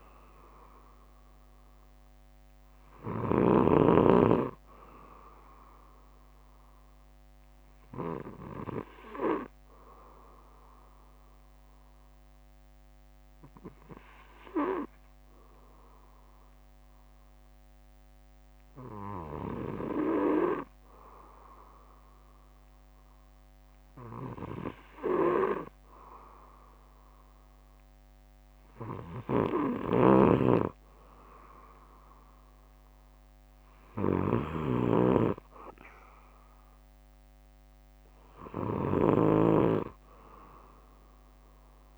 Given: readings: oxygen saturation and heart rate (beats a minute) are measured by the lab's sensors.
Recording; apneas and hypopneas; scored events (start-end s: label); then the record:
breathing in sleep by a microphone on the trachea; 1
0.00-4.00 s: snoring (device-marked)
7.50-17.50 s: bradycardia (device-marked, heart rate 60 before, 58 extreme)
8.00-20.50 s: hypopnea (oxygen 96% before, 94% lowest, heart rate 60 before, 52 extreme, up 4 after)
19.50-26.50 s: bradycardia (device-marked, heart rate 60 before, 58 extreme)
23.50-27.00 s: arousal
30.00-41.98 s: snoring (device-marked)
37.50-41.00 s: arousal
39.50-41.98 s: bradycardia (device-marked, heart rate 60 before, 50 extreme)
From the record:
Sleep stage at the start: N2 (light sleep); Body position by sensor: on the back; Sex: male